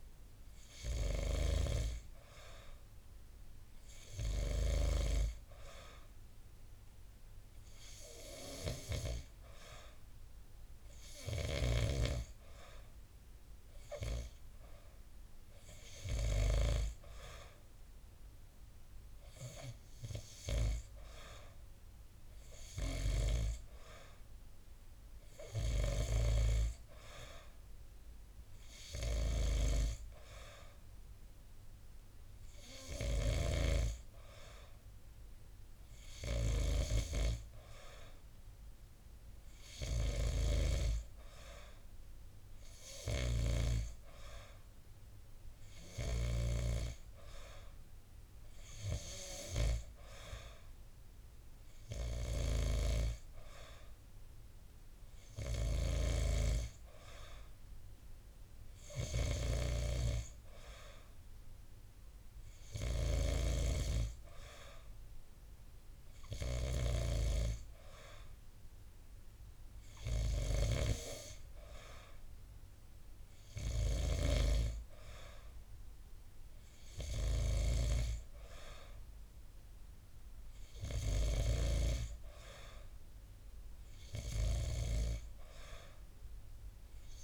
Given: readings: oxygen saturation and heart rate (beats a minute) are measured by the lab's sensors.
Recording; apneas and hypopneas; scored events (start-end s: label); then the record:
breathing in sleep by a room microphone; none
none scored
From the record:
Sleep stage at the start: N2 (light sleep); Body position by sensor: on the back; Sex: male